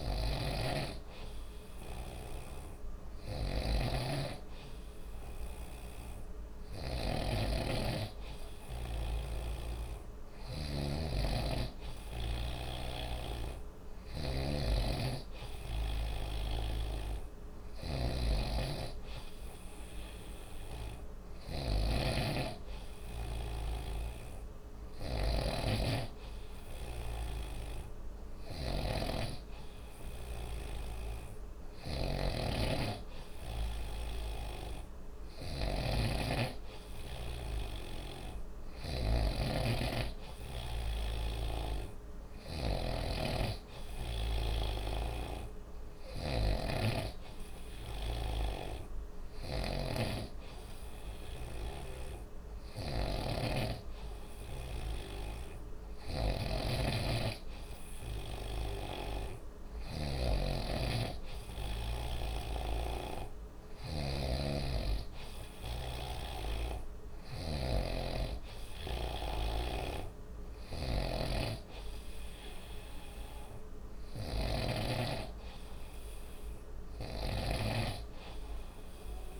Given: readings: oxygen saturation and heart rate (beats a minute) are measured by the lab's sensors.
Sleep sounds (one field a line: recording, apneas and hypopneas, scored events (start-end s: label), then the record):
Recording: breathing in sleep by a room microphone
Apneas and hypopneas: none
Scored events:
0.00-79.40 s: snoring (device-marked)
From the record:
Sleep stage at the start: N3 (deep sleep)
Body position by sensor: on the right side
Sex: male